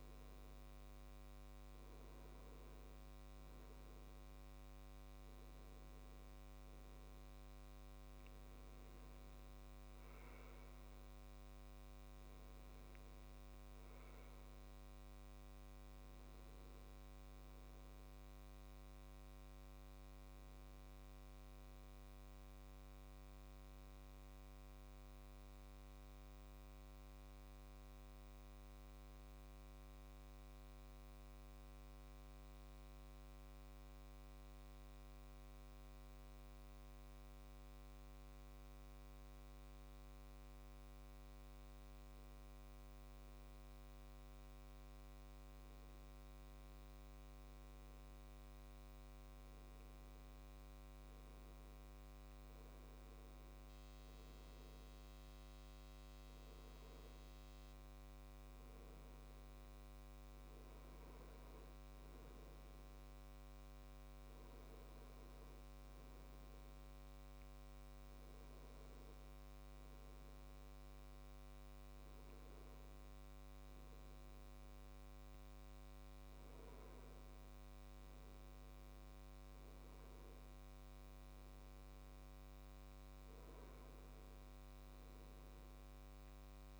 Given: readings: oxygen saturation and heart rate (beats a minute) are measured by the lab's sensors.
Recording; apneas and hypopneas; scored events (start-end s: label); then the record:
breathing in sleep, hard to hear, by a microphone on the trachea; 1
16.50-19.50 s: arousal
23.50-38.00 s: hypopnea (oxygen 97% before, 95% lowest, heart rate 68 before, 65 extreme, up 3 after)
40.00-44.00 s: arousal
From the record:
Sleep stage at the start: N2 (light sleep); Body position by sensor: on the left side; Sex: male